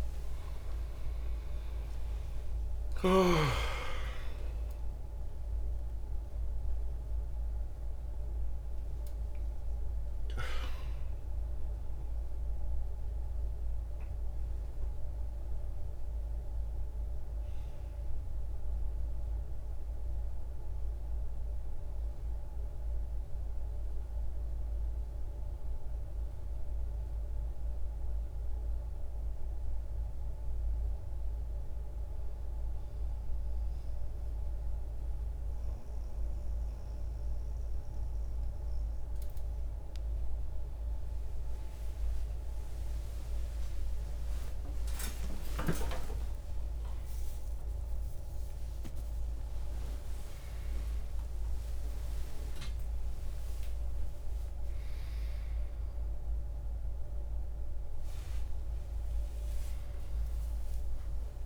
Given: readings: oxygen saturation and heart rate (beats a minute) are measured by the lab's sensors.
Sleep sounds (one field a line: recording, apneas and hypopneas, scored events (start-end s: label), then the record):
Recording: breathing in sleep by a room microphone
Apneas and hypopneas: 1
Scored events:
0.00-4.00 s: arousal
0.00-35.50 s: oxygen desaturation (device-marked, oxygen 84% lowest, heart rate 29 extreme)
26.00-39.00 s: hypopnea (oxygen 96% before, 84% lowest, heart rate 70 before, 25 extreme)
42.00-49.50 s: arousal
From the record:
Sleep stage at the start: N1 (lightest sleep)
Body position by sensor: on the back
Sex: male